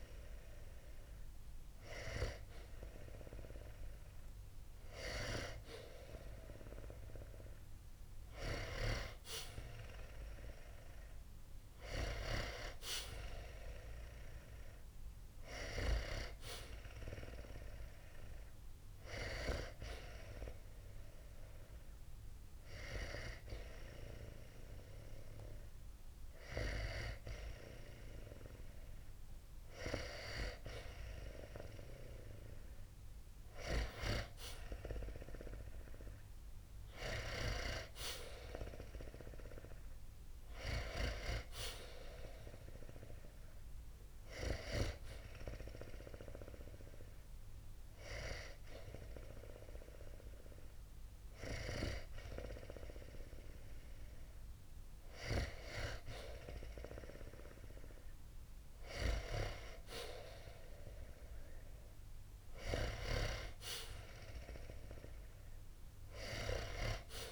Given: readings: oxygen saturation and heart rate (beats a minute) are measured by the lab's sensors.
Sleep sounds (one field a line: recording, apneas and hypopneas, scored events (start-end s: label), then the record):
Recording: breathing in sleep by a room microphone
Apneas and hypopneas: 2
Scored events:
13.00-16.50 s: arousal
19.00-30.00 s: hypopnea (oxygen 94% before, 91% lowest, heart rate 60 before, 60 extreme, up 0 after)
34.50-38.50 s: arousal
44.50-55.00 s: hypopnea (oxygen 94% before, 91% lowest, heart rate 60 before, 60 extreme, up 5 after)
58.00-61.50 s: arousal
From the record:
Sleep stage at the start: N2 (light sleep)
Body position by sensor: on the back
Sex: male